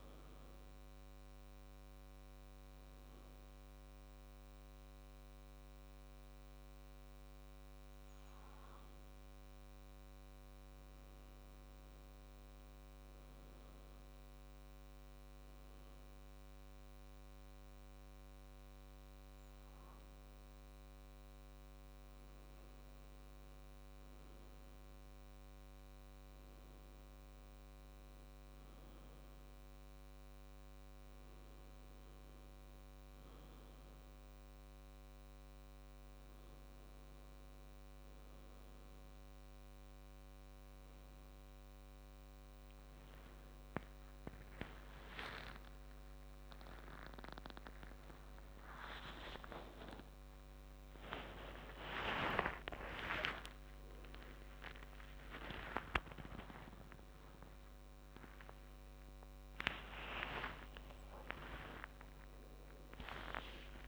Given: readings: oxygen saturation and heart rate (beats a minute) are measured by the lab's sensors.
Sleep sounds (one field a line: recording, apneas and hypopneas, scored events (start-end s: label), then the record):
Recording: a person partly awake in a sleep study, by a microphone on the trachea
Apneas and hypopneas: none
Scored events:
37.50-63.88 s: new sleep stage, awake
From the record:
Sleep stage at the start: N2 (light sleep)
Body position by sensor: on the back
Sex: male